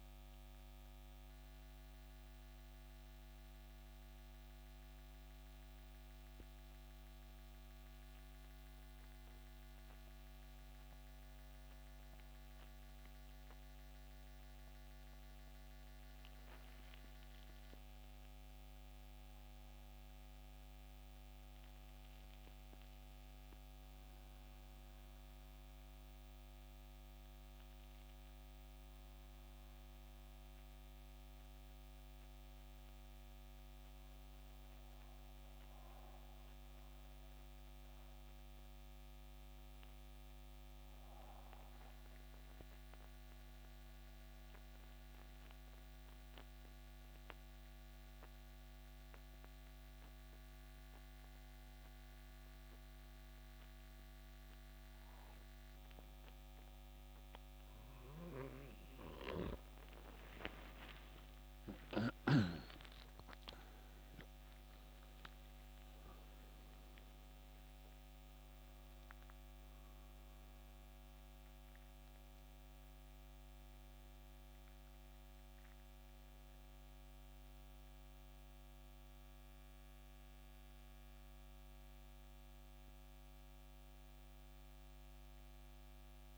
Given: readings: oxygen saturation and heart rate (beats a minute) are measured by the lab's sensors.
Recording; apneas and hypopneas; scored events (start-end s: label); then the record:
breathing in sleep, hard to hear, by a microphone on the trachea; 2
2.50-62.50 s: new sleep stage, N2 (light sleep)
4.00-14.50 s: central apnea (oxygen 95% before, 88% lowest, heart rate 72 before, 67 extreme, up 8 after)
18.00-22.00 s: arousal
33.50-58.00 s: hypopnea (oxygen 93% before, 85% lowest, heart rate 73 before, 65 extreme, up 14 after)
58.50-86.38 s: oxygen desaturation (device-marked, oxygen 93% before, 85% lowest, heart rate 67 before, 69 extreme)
59.50-63.00 s: arousal
62.50-86.38 s: new sleep stage, N1 (lightest sleep)
From the record:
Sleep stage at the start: N1 (lightest sleep); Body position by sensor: on the back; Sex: male